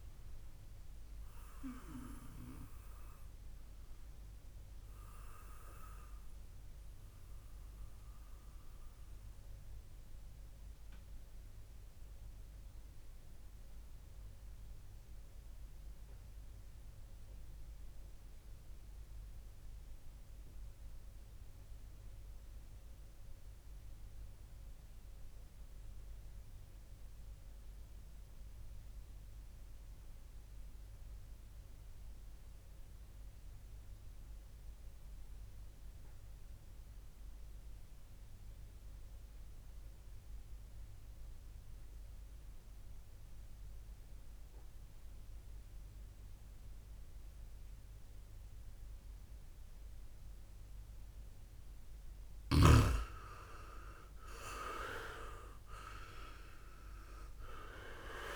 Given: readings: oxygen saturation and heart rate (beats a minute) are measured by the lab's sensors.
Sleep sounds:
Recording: breathing in sleep by a room microphone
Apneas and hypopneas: 1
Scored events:
5.50-51.00 s: mixed apnea (oxygen 98% before, 96% lowest, heart rate 55 before, 51 extreme, up 10 after)
53.50-58.36 s: arousal
From the record:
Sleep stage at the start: REM sleep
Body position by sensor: on the back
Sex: male

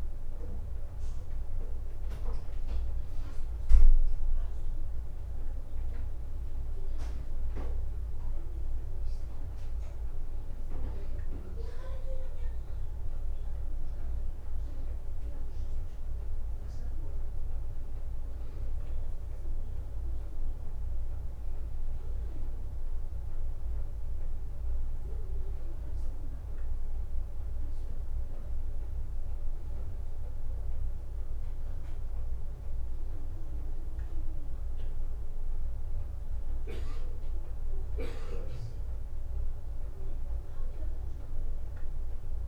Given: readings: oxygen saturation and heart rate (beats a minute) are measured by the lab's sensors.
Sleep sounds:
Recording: a person partly awake in a sleep study, hard to hear, by a room microphone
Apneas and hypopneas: none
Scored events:
20.50-42.48 s: new sleep stage, N1 (lightest sleep)
From the record:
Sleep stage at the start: awake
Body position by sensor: on the back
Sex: female

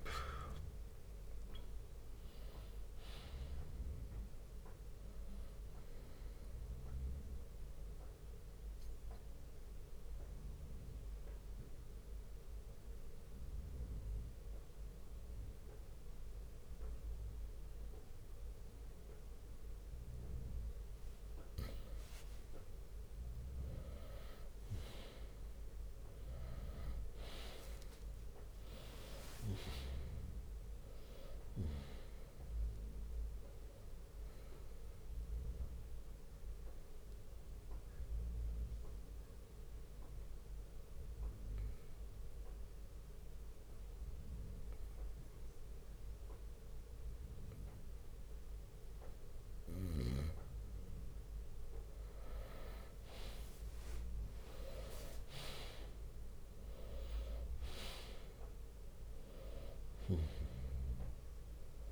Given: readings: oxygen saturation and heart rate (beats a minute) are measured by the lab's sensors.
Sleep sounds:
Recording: breathing in sleep by a room microphone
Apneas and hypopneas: 2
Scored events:
0.00-4.00 s: oxygen desaturation (device-marked, oxygen 91% lowest, heart rate 59 extreme)
0.00-6.00 s: drop in pulse transit time (device-marked, heart rate 71 extreme)
7.50-21.00 s: mixed apnea (oxygen 98% before, 91% lowest, heart rate 73 before, 59 extreme, up 7 after)
14.00-18.00 s: bradycardia (device-marked, heart rate 68 before, 59 extreme)
22.00-31.00 s: drop in pulse transit time (device-marked, heart rate 64 before, 59 extreme)
23.00-27.50 s: arousal
35.50-50.50 s: mixed apnea (oxygen 98% before, 91% lowest, heart rate 63 before, 60 extreme, up 9 after)
53.50-57.00 s: arousal
55.00-61.92 s: drop in pulse transit time (device-marked, heart rate 62 before, 66 extreme)
57.00-61.92 s: oxygen desaturation (device-marked, oxygen 97% before, 92% lowest, heart rate 62 before, 57 extreme)
From the record:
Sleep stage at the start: N2 (light sleep)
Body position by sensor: on the right side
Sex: male

